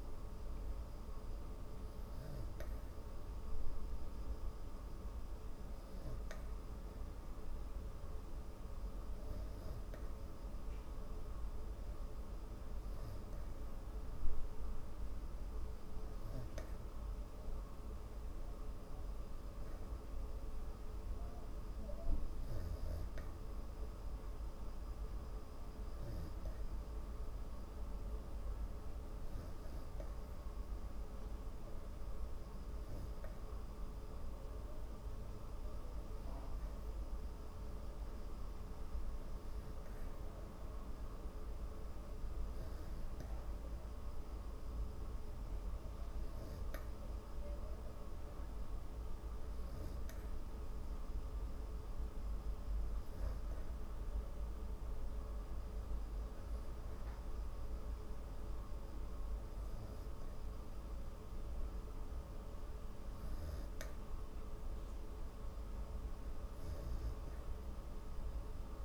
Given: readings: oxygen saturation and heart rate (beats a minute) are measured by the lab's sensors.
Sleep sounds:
breathing in sleep, hard to hear, by a room microphone; none
none scored
From the record:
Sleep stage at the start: N3 (deep sleep); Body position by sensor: on the back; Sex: female

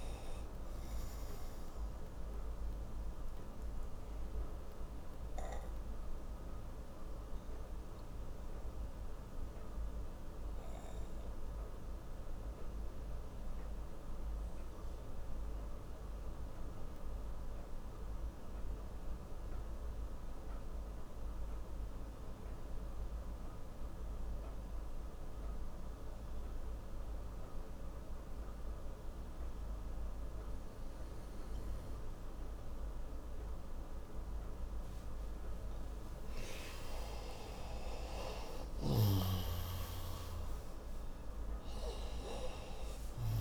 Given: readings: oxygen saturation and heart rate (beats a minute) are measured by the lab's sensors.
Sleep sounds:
breathing in sleep by a room microphone; 1
0.00-20.00 s: oxygen desaturation (device-marked, oxygen 90% lowest)
2.50-35.00 s: obstructive apnea (oxygen 97% before, 90% lowest)
36.00-43.41 s: oxygen desaturation (device-marked, oxygen 97% before, 90% lowest)
36.50-40.50 s: arousal
From the record:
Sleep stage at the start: N2 (light sleep); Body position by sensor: on the right side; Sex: male

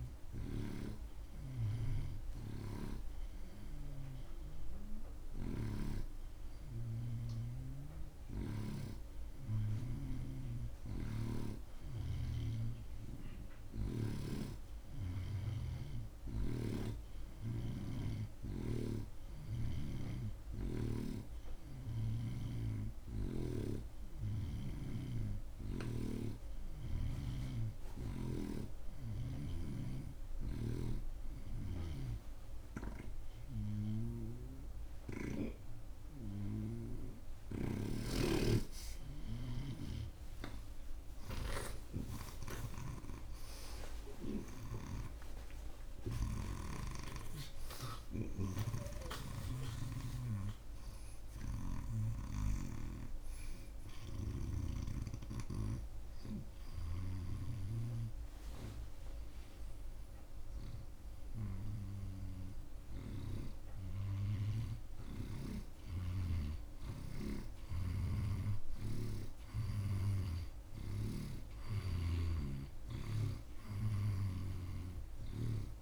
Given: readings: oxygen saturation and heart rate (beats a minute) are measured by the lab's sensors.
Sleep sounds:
breathing in sleep by a room microphone; 1
0.00-9.00 s: snoring (device-marked)
1.50-9.50 s: oxygen desaturation (device-marked, oxygen 89% before, 86% lowest)
11.00-14.50 s: snoring (device-marked)
16.50-20.50 s: snoring (device-marked)
25.00-28.50 s: snoring (device-marked)
29.00-39.00 s: obstructive apnea (oxygen 89% before, 85% lowest)
37.50-42.50 s: snoring (device-marked)
41.50-47.00 s: arousal
44.50-55.00 s: snoring (device-marked)
63.00-75.82 s: snoring (device-marked)
72.50-75.82 s: oxygen desaturation (device-marked, oxygen 92% before, 85% lowest)
From the record:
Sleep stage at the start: N2 (light sleep); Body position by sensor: on the right side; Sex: male

